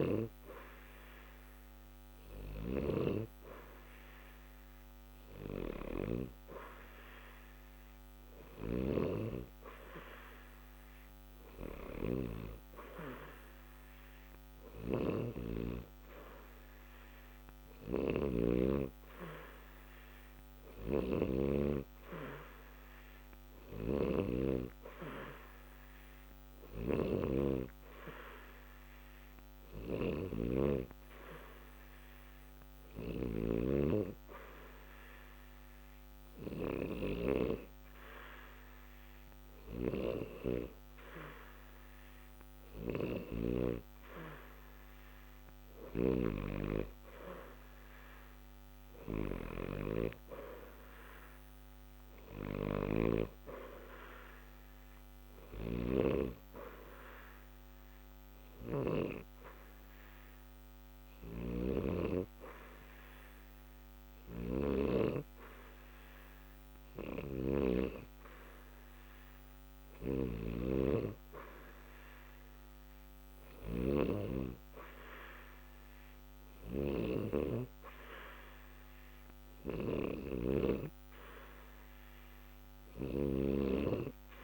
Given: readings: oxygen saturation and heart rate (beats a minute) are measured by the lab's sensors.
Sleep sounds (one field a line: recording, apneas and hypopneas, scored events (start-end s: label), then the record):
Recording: breathing in sleep by a microphone on the trachea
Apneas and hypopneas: 1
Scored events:
17.50-21.00 s: snoring (device-marked)
30.00-44.00 s: hypopnea (oxygen 90% before, 88% lowest, heart rate 60 before, 60 extreme, up 0 after)
45.50-49.00 s: arousal
From the record:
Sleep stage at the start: N2 (light sleep)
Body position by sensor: on the back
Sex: male